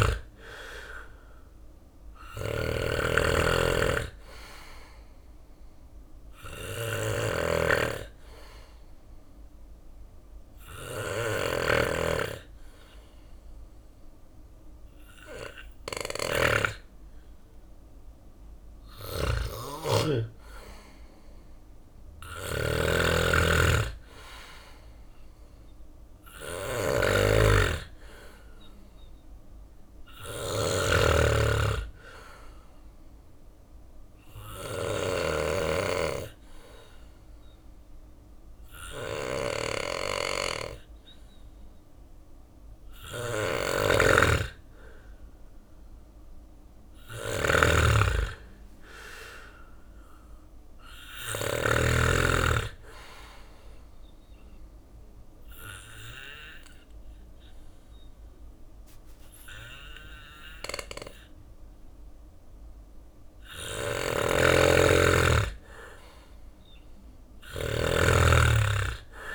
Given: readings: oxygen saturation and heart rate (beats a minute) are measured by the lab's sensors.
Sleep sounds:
breathing in sleep by a room microphone; 3
0.00-51.00 s: snoring (device-marked)
1.00-15.00 s: oxygen desaturation (device-marked, oxygen 95% before, 91% lowest, heart rate 69 before, 69 extreme)
5.00-17.00 s: obstructive apnea (oxygen 95% before, 91% lowest, heart rate 69 before, 69 extreme, up 2 after)
21.00-25.00 s: arousal
26.00-40.00 s: oxygen desaturation (device-marked, oxygen 95% before, 91% lowest, heart rate 72 before, 67 extreme)
32.50-43.00 s: obstructive apnea (oxygen 95% before, 90% lowest, heart rate 70 before, 67 extreme, up 5 after)
47.50-50.50 s: arousal
48.00-59.00 s: drop in pulse transit time (device-marked, heart rate 70 before, 67 extreme)
53.00-64.00 s: obstructive apnea (oxygen 95% before, 90% lowest, heart rate 70 before, 66 extreme, up 2 after)
63.00-69.35 s: snoring (device-marked)
66.50-69.35 s: arousal
From the record:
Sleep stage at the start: N2 (light sleep); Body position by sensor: on the back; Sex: male

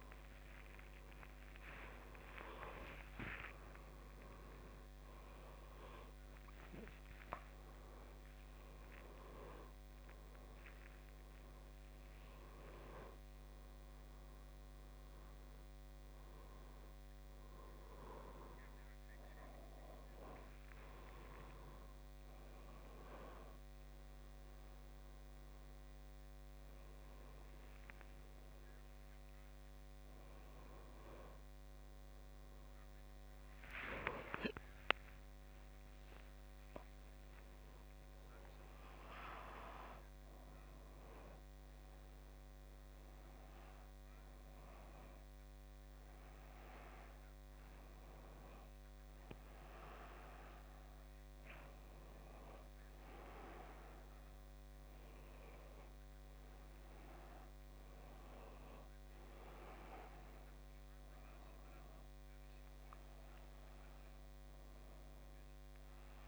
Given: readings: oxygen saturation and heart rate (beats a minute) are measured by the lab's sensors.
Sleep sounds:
a person awake in a sleep study, by a microphone on the trachea; none
0.00-1.00 s: long interval between heartbeats (device-marked, heart rate 105 extreme)
1.00-3.00 s: long interval between heartbeats (device-marked, heart rate 103 before, 97 extreme)
3.50-5.50 s: long interval between heartbeats (device-marked, heart rate 97 before, 128 extreme)
7.00-9.00 s: long interval between heartbeats (device-marked, heart rate 94 before, 145 extreme)
21.50-23.50 s: long interval between heartbeats (device-marked, heart rate 101 before, 81 extreme)
36.50-38.50 s: long interval between heartbeats (device-marked, heart rate 75 before, 77 extreme)
39.50-56.50 s: oxygen desaturation (device-marked, oxygen 97% before, 93% lowest, heart rate 75 before, 69 extreme)
From the record:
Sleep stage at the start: awake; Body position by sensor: on the back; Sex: male

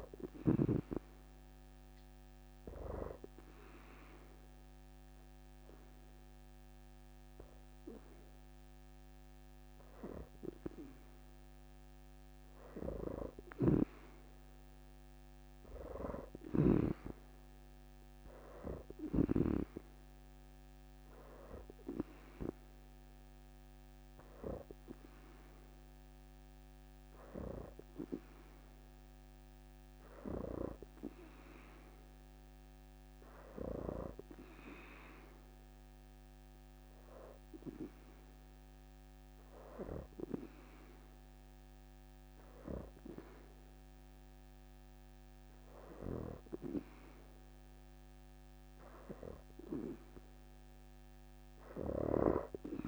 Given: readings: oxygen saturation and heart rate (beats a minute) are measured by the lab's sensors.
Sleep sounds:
breathing in sleep by a microphone on the trachea; 2
1.50-11.50 s: obstructive apnea (oxygen 90% before, 83% lowest, heart rate 81 before, 78 extreme, up 1 after)
15.00-18.50 s: arousal
21.50-33.50 s: oxygen desaturation (device-marked, oxygen 90% before, 83% lowest, heart rate 80 before, 70 extreme)
34.00-44.00 s: hypopnea (oxygen 90% before, 84% lowest, heart rate 80 before, 70 extreme, up 2 after)
35.50-49.50 s: oxygen desaturation (device-marked, oxygen 92% before, 87% lowest, heart rate 80 before, 69 extreme)
47.00-51.50 s: arousal
51.50-52.88 s: oxygen desaturation (device-marked, oxygen 90% before, 86% lowest, heart rate 77 before, 69 extreme)
From the record:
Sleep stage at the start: N2 (light sleep); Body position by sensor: on the back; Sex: female

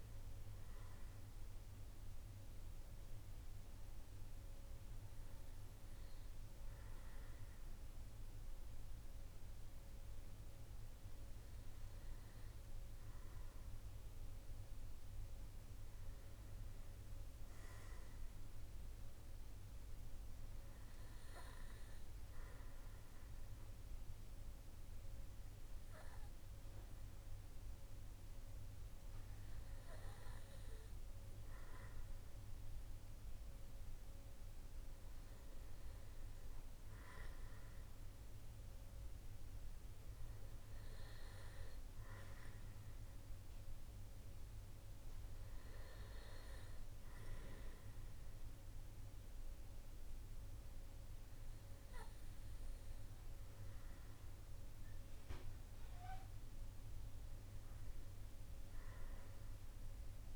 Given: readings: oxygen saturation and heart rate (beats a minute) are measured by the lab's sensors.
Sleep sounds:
breathing in sleep, hard to hear, by a room microphone; 1
1.50-13.00 s: obstructive apnea (oxygen 99% before, 95% lowest, heart rate 57 before, 51 extreme, up 6 after)
15.50-18.00 s: arousal
From the record:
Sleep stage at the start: N2 (light sleep); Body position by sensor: on the right side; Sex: male

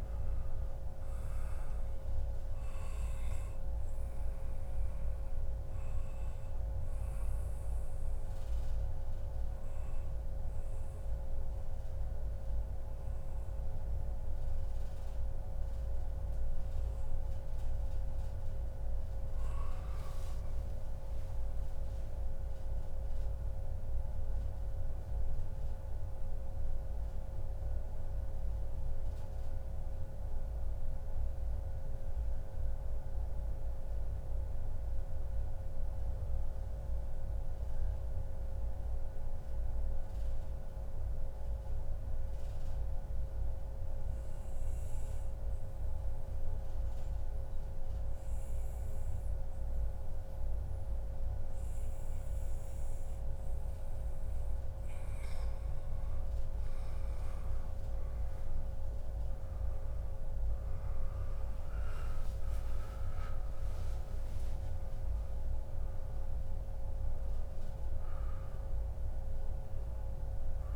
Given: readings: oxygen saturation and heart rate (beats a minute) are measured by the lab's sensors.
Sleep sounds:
breathing in sleep, hard to hear, by a room microphone; 1
3.00-12.00 s: oxygen desaturation (device-marked, oxygen 96% before, 92% lowest, heart rate 138 before, 93 extreme)
8.50-10.50 s: long interval between heartbeats (device-marked, heart rate 142 before, 125 extreme)
18.50-22.00 s: arousal
24.00-53.50 s: mixed apnea (oxygen 97% before, 92% lowest, heart rate 120 before, 83 extreme, up 58 after)
45.50-47.50 s: long interval between heartbeats (device-marked, heart rate 104 before, 120 extreme)
48.00-59.00 s: oxygen desaturation (device-marked, oxygen 98% before, 95% lowest, heart rate 103 before, 106 extreme)
50.00-52.00 s: long interval between heartbeats (device-marked, heart rate 103 before, 83 extreme)
57.50-62.00 s: arousal
From the record:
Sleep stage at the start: N2 (light sleep); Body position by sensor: on the back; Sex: male

